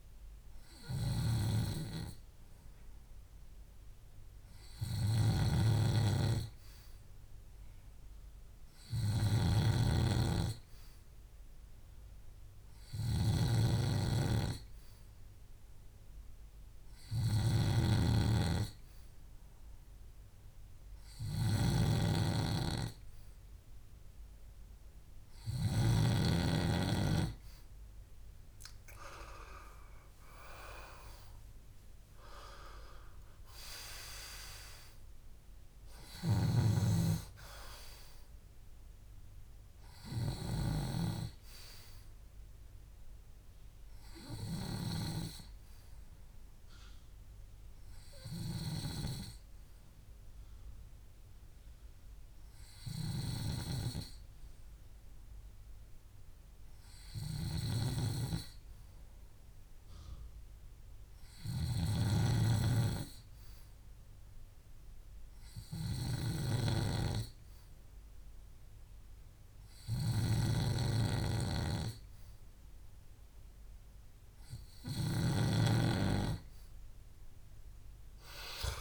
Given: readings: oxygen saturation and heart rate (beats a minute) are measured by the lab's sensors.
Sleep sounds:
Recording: breathing in sleep by a room microphone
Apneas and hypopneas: 2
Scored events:
4.50-24.50 s: hypopnea (oxygen 99% before, 93% lowest, heart rate 64 before, 63 extreme, up 6 after)
5.00-26.00 s: snoring (device-marked)
11.50-23.50 s: oxygen desaturation (device-marked, oxygen 98% before, 94% lowest, heart rate 64 before, 63 extreme)
29.00-33.00 s: arousal
56.00-74.00 s: hypopnea (oxygen 94% before, 93% lowest, heart rate 65 before, 60 extreme, up 4 after)
77.00-78.81 s: arousal
From the record:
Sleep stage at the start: N2 (light sleep)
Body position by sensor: on the back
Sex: male

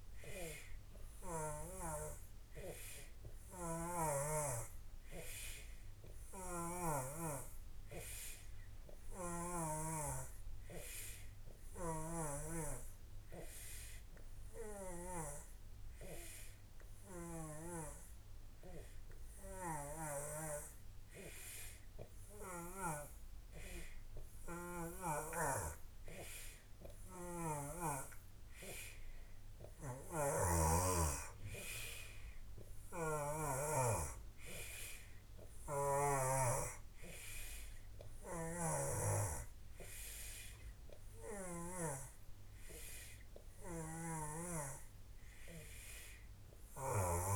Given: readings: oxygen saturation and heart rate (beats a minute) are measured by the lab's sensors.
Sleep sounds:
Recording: breathing in sleep by a room microphone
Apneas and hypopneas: none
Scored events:
0.00-4.00 s: snoring (device-marked)
6.00-9.50 s: snoring (device-marked)
11.50-15.00 s: snoring (device-marked)
19.50-23.00 s: snoring (device-marked)
30.00-33.50 s: snoring (device-marked)
38.00-41.50 s: snoring (device-marked)
39.00-47.36 s: new sleep stage, N2 (light sleep)
43.50-47.36 s: snoring (device-marked)
From the record:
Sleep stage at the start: N3 (deep sleep)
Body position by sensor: on the back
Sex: male

